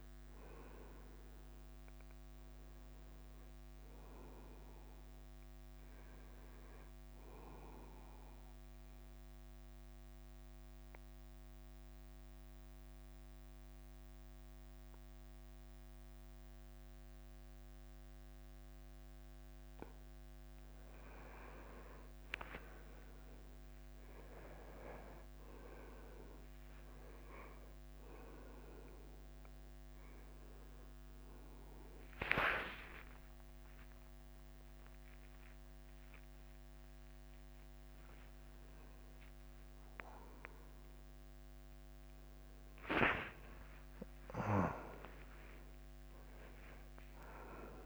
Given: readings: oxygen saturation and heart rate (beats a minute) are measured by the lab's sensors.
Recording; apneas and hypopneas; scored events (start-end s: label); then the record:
a person awake in a sleep study, by a microphone on the trachea; 1
0.00-3.00 s: arousal
9.00-21.50 s: mixed apnea (oxygen 97% before, 91% lowest, heart rate 87 before, 84 extreme, up 0 after)
19.00-21.00 s: long interval between heartbeats (device-marked, heart rate 88 before, 87 extreme)
19.50-47.86 s: new sleep stage, awake
46.50-47.86 s: tachycardia (device-marked, heart rate 91 before, 105 extreme)
From the record:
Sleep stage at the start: N2 (light sleep); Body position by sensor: on the front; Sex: male